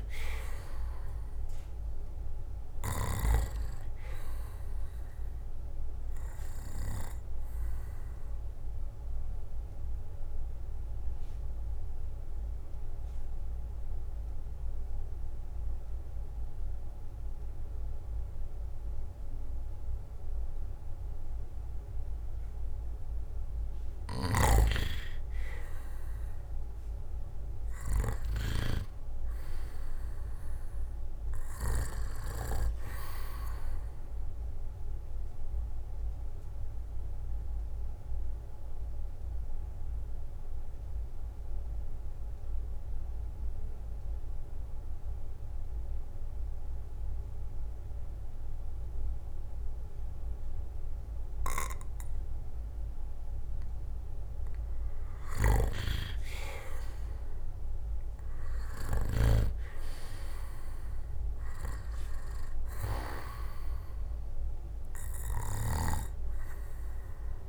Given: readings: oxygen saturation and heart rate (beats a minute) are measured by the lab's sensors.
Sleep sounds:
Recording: breathing in sleep by a room microphone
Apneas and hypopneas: 2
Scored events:
1.50-15.50 s: oxygen desaturation (device-marked, oxygen 97% before, 91% lowest, heart rate 60 before, 56 extreme)
8.50-24.00 s: obstructive apnea (oxygen 97% before, 89% lowest, heart rate 63 before, 55 extreme, up 12 after)
26.00-28.50 s: arousal
28.50-48.50 s: oxygen desaturation (device-marked, oxygen 97% before, 89% lowest, heart rate 60 before, 55 extreme)
35.00-54.50 s: obstructive apnea (oxygen 97% before, 89% lowest, heart rate 61 before, 55 extreme, up 10 after)
56.50-59.50 s: arousal
60.50-67.49 s: oxygen desaturation (device-marked, oxygen 97% before, 89% lowest, heart rate 60 before, 55 extreme)
From the record:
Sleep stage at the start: N2 (light sleep)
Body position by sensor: on the back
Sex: male

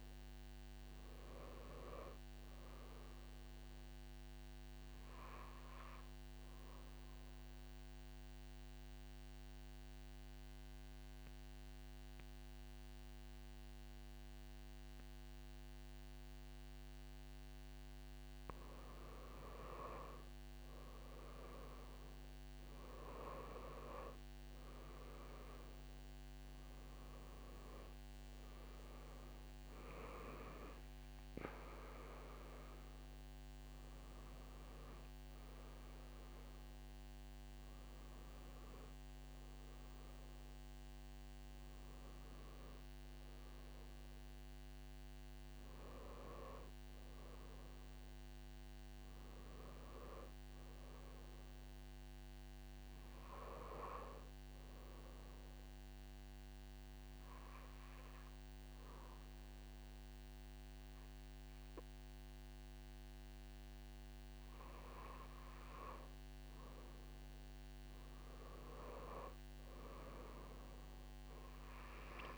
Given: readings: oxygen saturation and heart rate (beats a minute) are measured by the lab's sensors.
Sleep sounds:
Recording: breathing in sleep by a microphone on the trachea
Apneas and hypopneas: 2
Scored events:
0.00-7.00 s: oxygen desaturation (device-marked, oxygen 90% lowest)
5.00-19.50 s: obstructive apnea (oxygen 97% before, 90% lowest)
23.00-27.50 s: arousal
39.00-47.00 s: oxygen desaturation (device-marked, oxygen 96% before, 92% lowest)
55.00-66.50 s: obstructive apnea (oxygen 97% before, 92% lowest)
68.50-71.00 s: arousal
From the record:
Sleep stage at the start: N2 (light sleep)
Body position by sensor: on the back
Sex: female

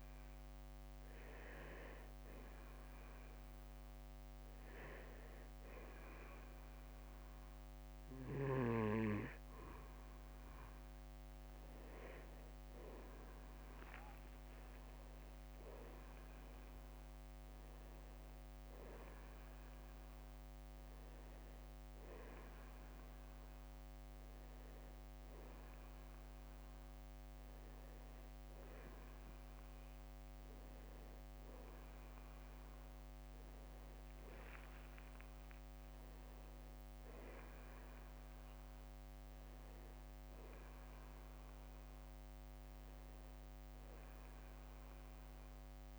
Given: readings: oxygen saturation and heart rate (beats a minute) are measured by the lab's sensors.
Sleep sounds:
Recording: breathing in sleep by a microphone on the trachea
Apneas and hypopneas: none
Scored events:
21.50-45.99 s: new sleep stage, N1 (lightest sleep)
31.50-34.50 s: arousal
34.00-36.00 s: long interval between heartbeats (device-marked, heart rate 62 before, 68 extreme)
From the record:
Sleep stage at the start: N2 (light sleep)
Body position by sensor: on the back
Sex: male

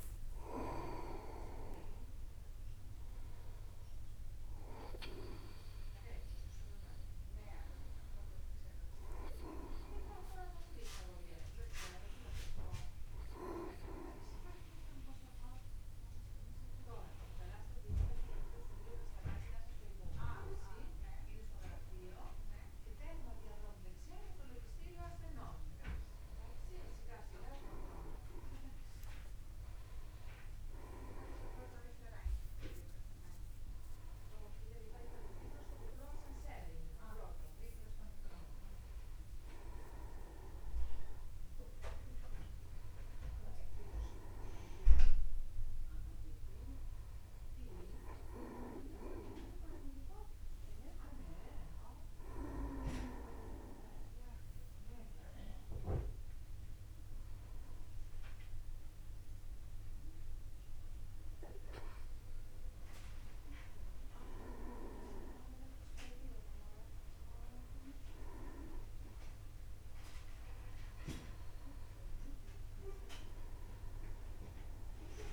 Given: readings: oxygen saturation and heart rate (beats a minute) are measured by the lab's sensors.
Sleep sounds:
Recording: a person awake in a sleep study, by a room microphone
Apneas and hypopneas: none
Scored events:
3.00-75.33 s: new sleep stage, awake
From the record:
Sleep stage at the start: N2 (light sleep)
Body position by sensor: upright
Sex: male

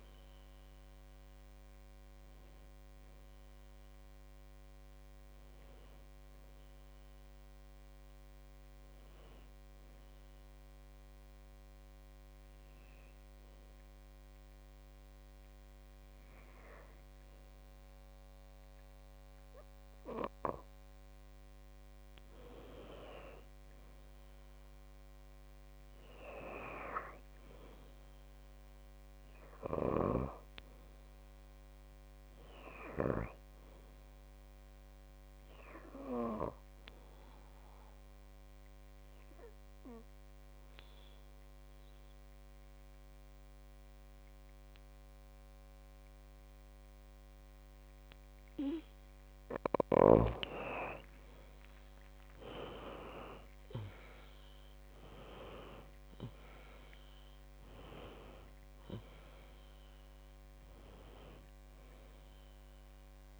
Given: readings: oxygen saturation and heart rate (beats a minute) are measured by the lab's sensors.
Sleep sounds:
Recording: breathing in sleep by a microphone on the trachea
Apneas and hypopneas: 2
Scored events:
0.00-14.50 s: oxygen desaturation (device-marked, oxygen 90% lowest, heart rate 52 extreme)
11.50-22.50 s: hypopnea (oxygen 96% before, 91% lowest, heart rate 61 before, 52 extreme, up 4 after)
25.50-28.50 s: arousal
38.50-51.00 s: obstructive apnea (oxygen 98% before, 91% lowest, heart rate 57 before, 51 extreme, up 15 after)
53.00-56.00 s: arousal
55.50-63.40 s: oxygen desaturation (device-marked, oxygen 96% before, 91% lowest, heart rate 56 before, 51 extreme)
From the record:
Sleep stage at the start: N2 (light sleep)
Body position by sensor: on the back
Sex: female

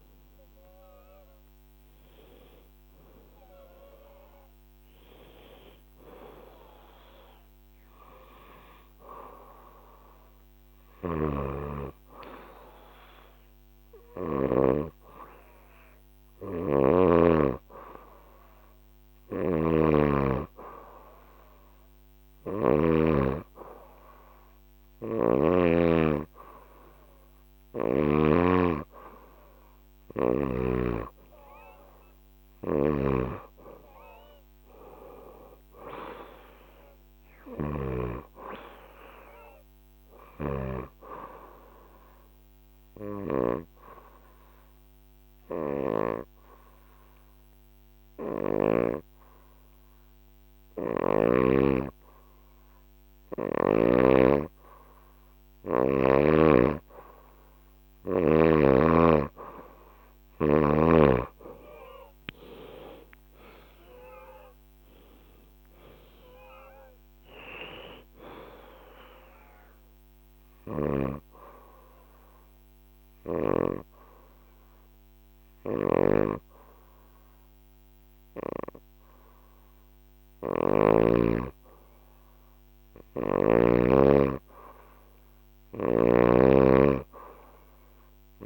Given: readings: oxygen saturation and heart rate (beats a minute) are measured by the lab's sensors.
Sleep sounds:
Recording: breathing in sleep by a microphone on the trachea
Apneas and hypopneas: 2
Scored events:
0.00-6.50 s: oxygen desaturation (device-marked, oxygen 88% lowest, heart rate 72 extreme)
10.50-14.50 s: snoring (device-marked)
19.00-22.50 s: snoring (device-marked)
24.50-28.00 s: snoring (device-marked)
24.50-51.50 s: oxygen desaturation (device-marked, oxygen 98% before, 93% lowest, heart rate 184 before, 77 extreme)
32.50-40.50 s: snoring (device-marked)
34.00-38.50 s: arousal
42.50-52.50 s: obstructive apnea (oxygen 98% before, 91% lowest, heart rate 150 before, 77 extreme)
57.00-60.50 s: arousal
58.50-78.50 s: oxygen desaturation (device-marked, oxygen 96% before, 91% lowest, heart rate 116 before, 65 extreme)
70.50-83.00 s: hypopnea (oxygen 96% before, 90% lowest, heart rate 102 before, 65 extreme, up 34 after)
75.50-83.50 s: snoring (device-marked)
85.50-88.46 s: arousal
From the record:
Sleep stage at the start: N2 (light sleep)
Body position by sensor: on the back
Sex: female

